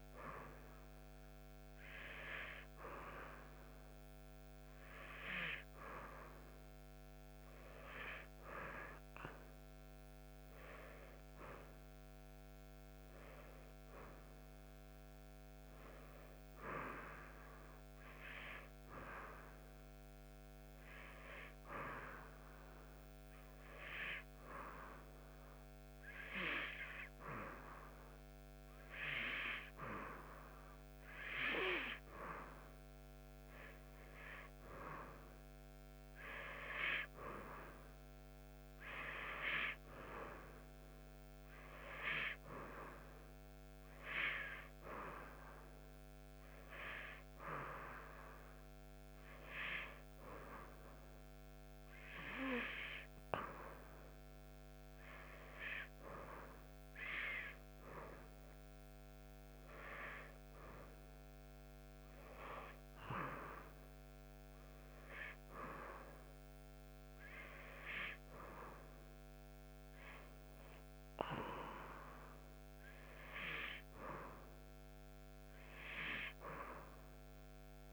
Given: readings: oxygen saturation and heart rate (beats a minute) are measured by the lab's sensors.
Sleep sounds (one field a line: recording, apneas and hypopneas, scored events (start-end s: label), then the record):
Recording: breathing in sleep by a microphone on the trachea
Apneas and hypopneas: none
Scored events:
none scored
From the record:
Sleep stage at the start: N2 (light sleep)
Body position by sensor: on the right side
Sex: female